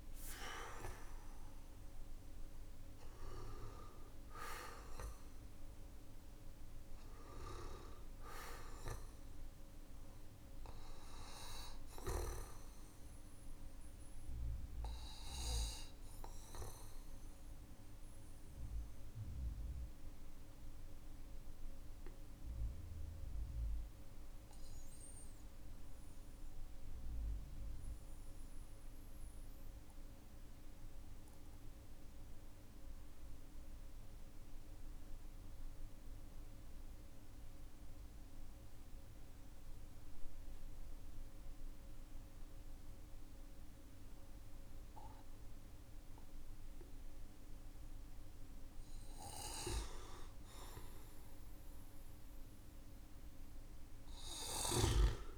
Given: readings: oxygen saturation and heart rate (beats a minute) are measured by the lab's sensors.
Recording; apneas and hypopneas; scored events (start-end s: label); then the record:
breathing in sleep by a room microphone; 1
0.50-35.50 s: oxygen desaturation (device-marked, oxygen 99% before, 92% lowest, heart rate 53 before, 43 extreme)
12.00-46.00 s: obstructive apnea (oxygen 99% before, 92% lowest, heart rate 51 before, 43 extreme, up 17 after)
47.00-52.50 s: arousal
53.50-55.37 s: snoring (device-marked)
From the record:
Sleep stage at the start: N1 (lightest sleep); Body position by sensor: on the back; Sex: male